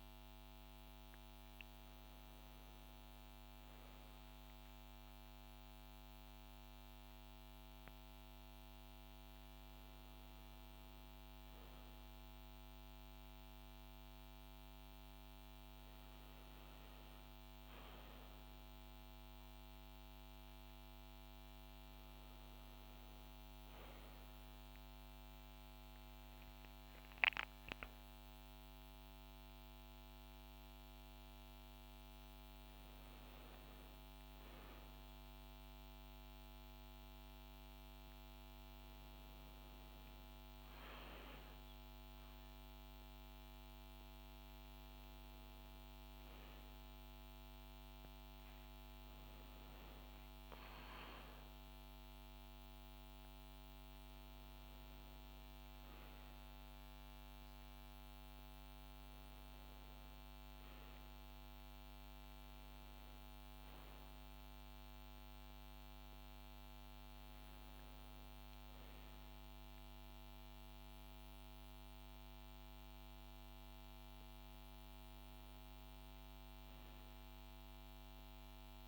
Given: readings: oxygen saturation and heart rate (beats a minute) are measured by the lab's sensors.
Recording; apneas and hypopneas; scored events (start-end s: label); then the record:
a person awake in a sleep study, hard to hear, by a microphone on the trachea; none
none scored
From the record:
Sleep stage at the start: awake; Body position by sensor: on the back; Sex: female